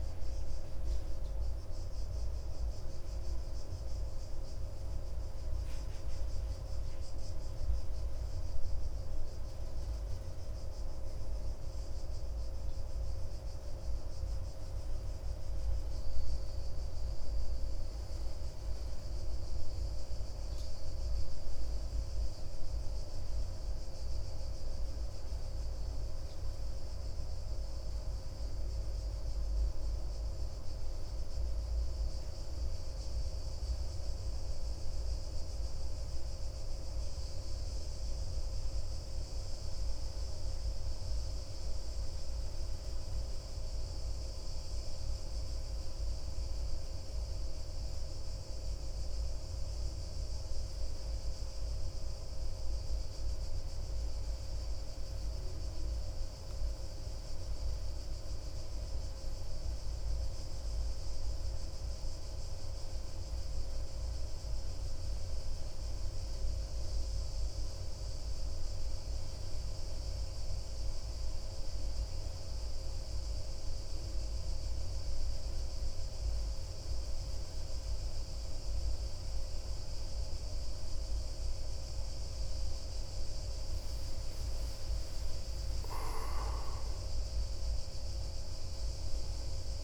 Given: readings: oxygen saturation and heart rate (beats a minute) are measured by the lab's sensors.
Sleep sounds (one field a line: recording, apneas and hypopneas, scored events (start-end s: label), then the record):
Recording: breathing in sleep, hard to hear, by a room microphone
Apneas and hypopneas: none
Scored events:
none scored
From the record:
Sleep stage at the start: N2 (light sleep)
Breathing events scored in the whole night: 169 in 4.5 hours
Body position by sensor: on the back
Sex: male